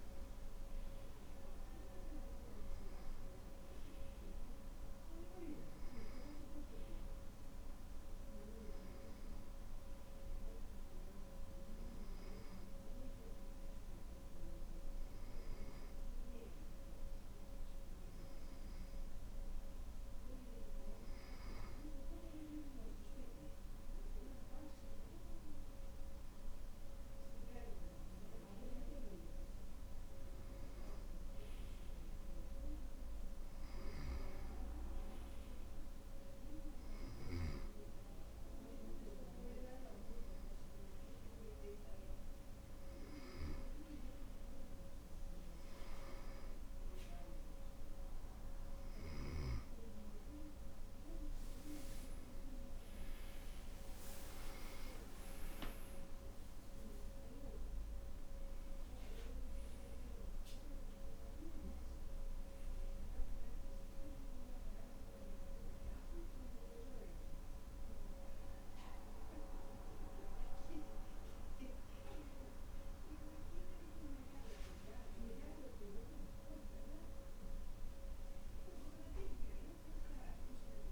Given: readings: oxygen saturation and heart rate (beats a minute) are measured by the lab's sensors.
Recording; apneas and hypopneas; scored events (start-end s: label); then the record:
breathing in sleep by a room microphone; 2
13.00-25.50 s: hypopnea (oxygen 97% before, 93% lowest, heart rate 64 before, 62 extreme, up 4 after)
28.00-31.50 s: arousal
37.50-47.50 s: hypopnea (oxygen 96% before, 93% lowest, heart rate 64 before, 67 extreme, up 8 after)
51.50-56.00 s: arousal
From the record:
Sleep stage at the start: N2 (light sleep); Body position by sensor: on the back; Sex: male